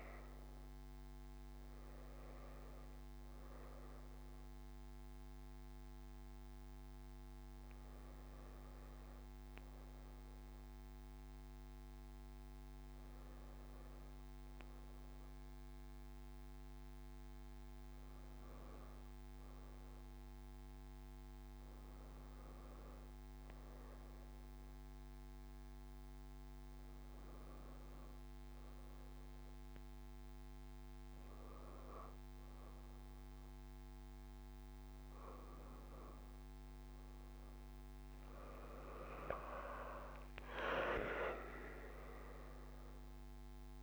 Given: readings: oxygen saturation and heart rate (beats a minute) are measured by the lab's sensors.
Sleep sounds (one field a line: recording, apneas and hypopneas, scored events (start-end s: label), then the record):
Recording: breathing in sleep by a microphone on the trachea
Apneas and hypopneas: 1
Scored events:
0.00-14.50 s: oxygen desaturation (device-marked, oxygen 89% lowest)
13.50-43.50 s: new sleep stage, N1 (lightest sleep)
19.50-23.50 s: arousal
27.00-37.50 s: hypopnea (oxygen 97% before, 92% lowest)
32.50-43.83 s: oxygen desaturation (device-marked, oxygen 97% before, 92% lowest)
43.50-43.83 s: new sleep stage, awake
From the record:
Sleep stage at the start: N2 (light sleep)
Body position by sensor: on the back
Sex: female